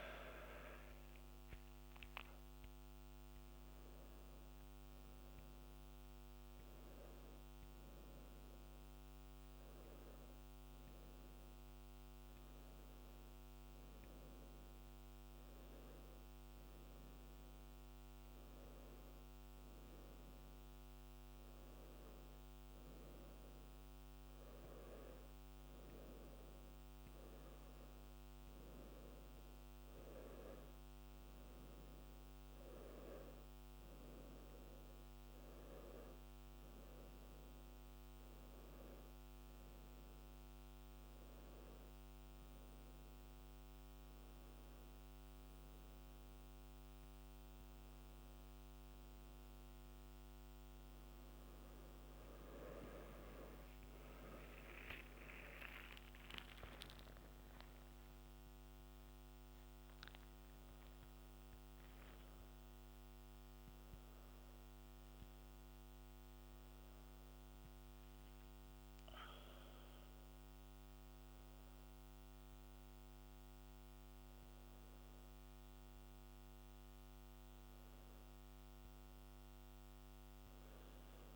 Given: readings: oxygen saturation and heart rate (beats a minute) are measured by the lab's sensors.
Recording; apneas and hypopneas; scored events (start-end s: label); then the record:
breathing in sleep by a microphone on the trachea; none
55.00-59.00 s: arousal
From the record:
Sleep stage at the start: N2 (light sleep); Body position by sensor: on the back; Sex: male